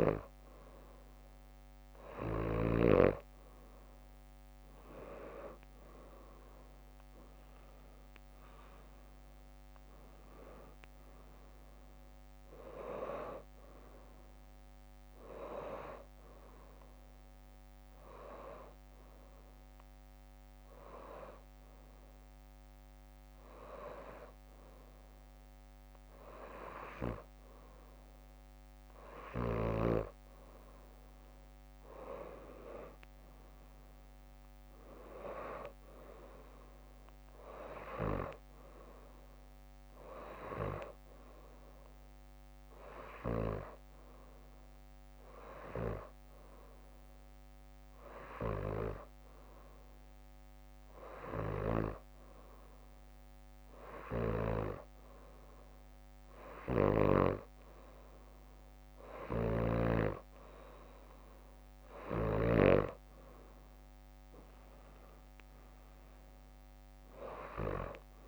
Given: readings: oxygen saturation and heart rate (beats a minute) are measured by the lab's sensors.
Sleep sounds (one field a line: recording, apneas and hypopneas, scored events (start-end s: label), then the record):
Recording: breathing in sleep by a microphone on the trachea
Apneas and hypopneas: none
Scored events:
26.50-28.50 s: bradycardia (device-marked, heart rate 64 before, 62 extreme)
32.50-41.50 s: leg movement (device-marked)
33.50-43.50 s: drop in pulse transit time (device-marked, heart rate 65 before, 64 extreme)
59.00-62.50 s: snoring (device-marked)
63.50-65.00 s: leg movement (device-marked)
From the record:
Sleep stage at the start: N2 (light sleep)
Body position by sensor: upright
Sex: female